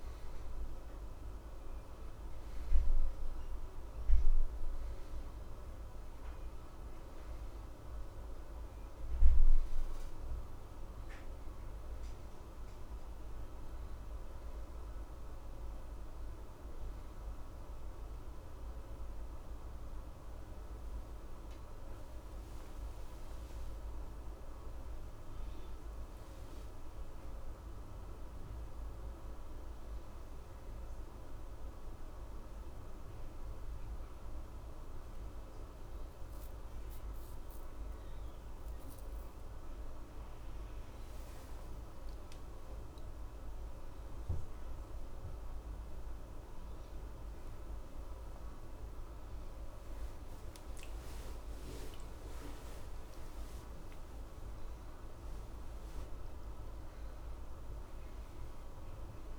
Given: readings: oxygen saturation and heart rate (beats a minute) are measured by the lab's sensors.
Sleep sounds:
a person awake in a sleep study, hard to hear, by a room microphone; none
7.00-59.39 s: new sleep stage, awake
From the record:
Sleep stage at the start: N2 (light sleep); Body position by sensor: on the back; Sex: male

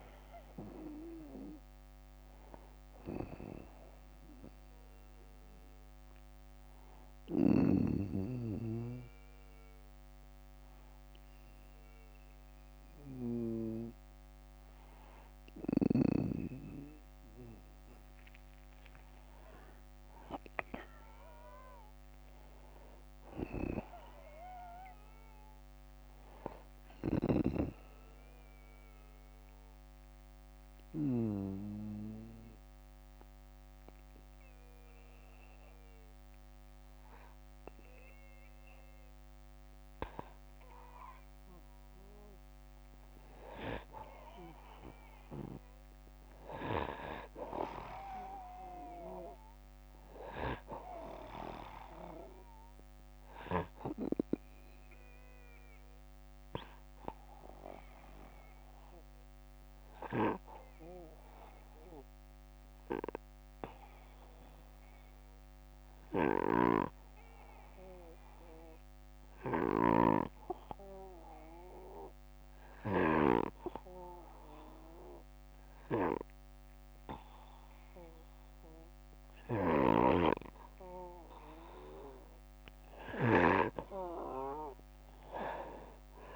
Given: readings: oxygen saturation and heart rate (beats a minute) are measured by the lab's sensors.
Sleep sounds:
breathing in sleep by a microphone on the trachea; 3
3.50-16.00 s: hypopnea (oxygen 98% before, 92% lowest, heart rate 63 before, 58 extreme, up 8 after)
17.50-20.50 s: arousal
26.00-30.50 s: snoring (device-marked)
27.50-40.50 s: obstructive apnea (oxygen 98% before, 93% lowest, heart rate 61 before, 60 extreme, up 2 after)
42.50-46.50 s: arousal
56.50-79.50 s: obstructive apnea (oxygen 98% before, 89% lowest, heart rate 61 before, 59 extreme, up 4 after)
61.00-71.00 s: oxygen desaturation (device-marked, oxygen 96% before, 93% lowest, heart rate 61 before, 59 extreme)
65.50-72.50 s: snoring (device-marked)
79.00-83.00 s: snoring (device-marked)
From the record:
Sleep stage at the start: N2 (light sleep); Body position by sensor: on the back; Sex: male

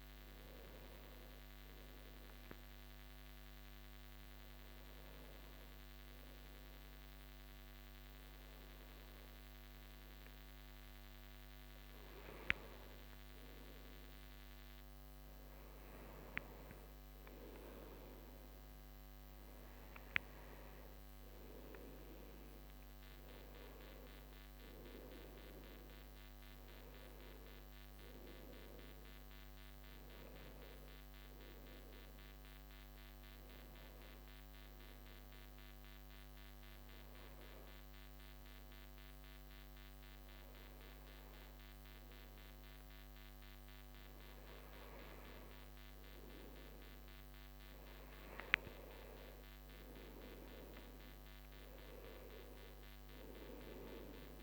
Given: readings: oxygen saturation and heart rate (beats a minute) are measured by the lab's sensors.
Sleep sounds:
breathing in sleep by a microphone on the trachea; 2
2.00-15.50 s: hypopnea (oxygen 95% before, 91% lowest)
21.00-25.50 s: arousal
32.50-45.50 s: hypopnea (oxygen 94% before, 91% lowest)
47.50-51.50 s: arousal
From the record:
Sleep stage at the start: N2 (light sleep); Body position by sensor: on the right side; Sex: male

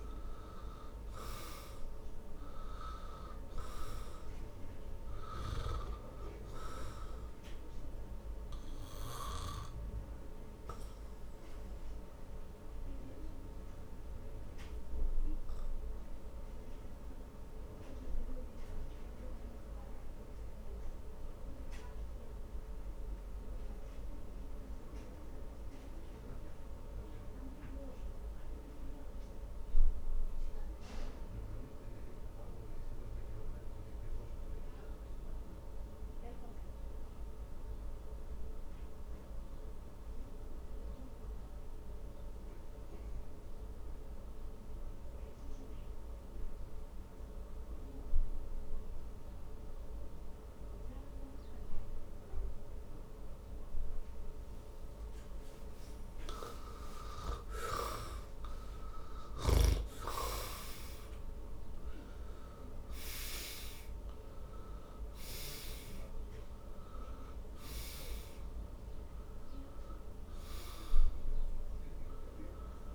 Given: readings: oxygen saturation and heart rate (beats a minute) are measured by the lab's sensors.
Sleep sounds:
breathing in sleep by a room microphone; 1
0.00-31.00 s: oxygen desaturation (device-marked, oxygen 79% lowest, heart rate 55 extreme)
8.50-55.50 s: obstructive apnea (oxygen 99% before, 76% lowest, heart rate 67 before, 55 extreme, up 21 after)
49.00-72.95 s: oxygen desaturation (device-marked, oxygen 98% before, 76% lowest, heart rate 59 before, 54 extreme)
57.00-61.50 s: arousal
From the record:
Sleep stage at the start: N2 (light sleep); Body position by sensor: on the back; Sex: male

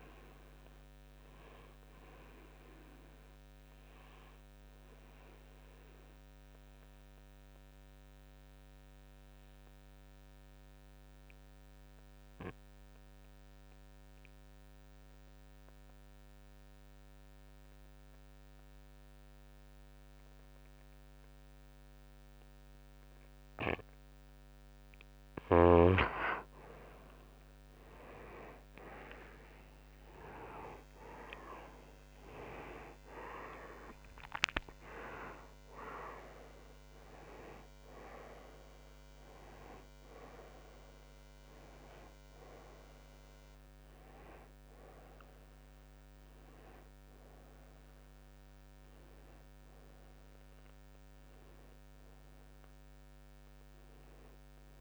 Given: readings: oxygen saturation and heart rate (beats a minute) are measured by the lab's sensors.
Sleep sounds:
breathing in sleep by a microphone on the trachea; 1
0.00-21.00 s: oxygen desaturation (device-marked, oxygen 91% lowest, heart rate 58 extreme)
3.50-24.50 s: obstructive apnea (oxygen 97% before, 89% lowest, heart rate 65 before, 58 extreme, up 10 after)
27.00-33.50 s: arousal
33.00-45.00 s: oxygen desaturation (device-marked, oxygen 96% before, 91% lowest, heart rate 63 before, 54 extreme)
From the record:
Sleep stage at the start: N2 (light sleep); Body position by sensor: on the right side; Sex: male

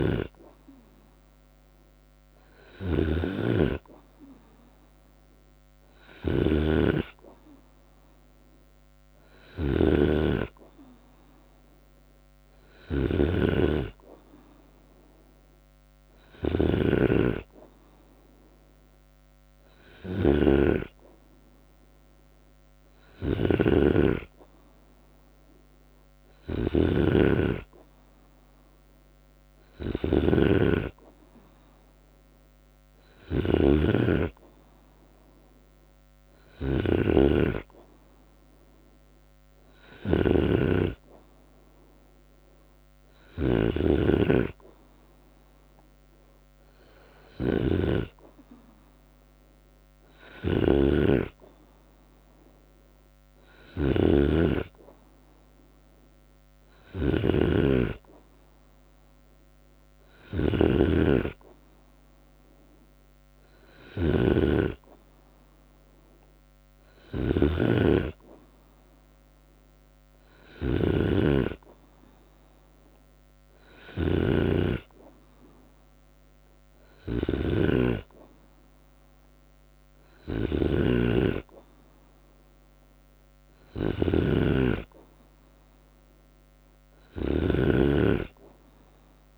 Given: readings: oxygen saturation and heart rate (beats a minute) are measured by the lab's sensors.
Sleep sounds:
breathing in sleep by a microphone on the trachea; none
0.00-89.38 s: snoring (device-marked)
4.00-15.00 s: drop in pulse transit time (device-marked, heart rate 72 before, 68 extreme)
19.50-21.50 s: long interval between heartbeats (device-marked, heart rate 76 before, 84 extreme)
29.00-31.00 s: long interval between heartbeats (device-marked, heart rate 80 before, 75 extreme)
38.50-40.50 s: long interval between heartbeats (device-marked, heart rate 76 before, 72 extreme)
67.00-69.00 s: long interval between heartbeats (device-marked, heart rate 70 before, 71 extreme)
69.00-72.00 s: bradycardia (device-marked, heart rate 76 before, 72 extreme)
70.00-72.00 s: long interval between heartbeats (device-marked, heart rate 70 before, 72 extreme)
From the record:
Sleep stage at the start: N2 (light sleep); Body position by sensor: on the right side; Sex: male

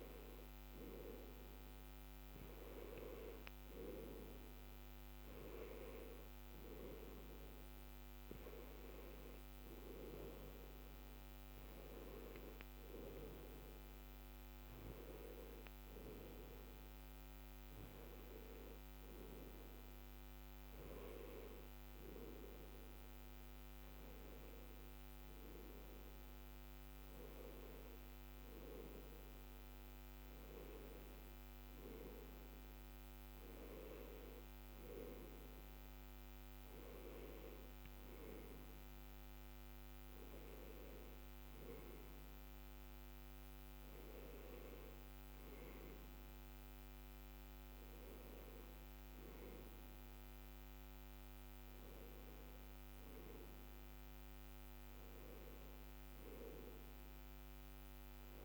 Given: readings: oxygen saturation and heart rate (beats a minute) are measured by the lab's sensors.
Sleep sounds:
breathing in sleep by a microphone on the trachea; none
none scored
From the record:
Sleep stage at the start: N2 (light sleep); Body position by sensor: on the left side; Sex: male

